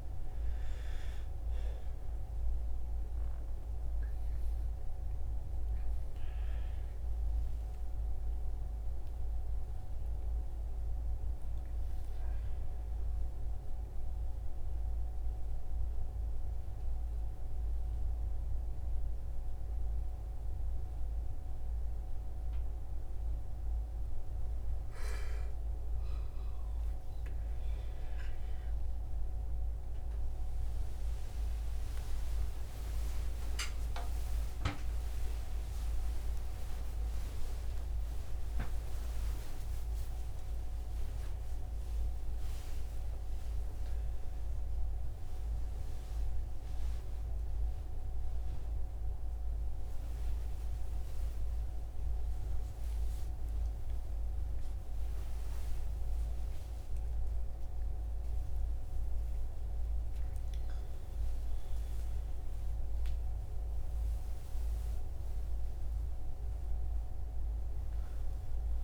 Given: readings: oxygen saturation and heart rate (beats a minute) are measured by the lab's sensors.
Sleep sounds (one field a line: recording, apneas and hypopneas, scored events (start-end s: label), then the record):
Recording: a person awake in a sleep study, hard to hear, by a room microphone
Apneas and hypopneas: none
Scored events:
38.50-48.50 s: oxygen desaturation (device-marked, oxygen 98% before, 93% lowest, heart rate 93 before, 96 extreme)
From the record:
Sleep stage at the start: awake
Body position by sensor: on the right side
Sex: male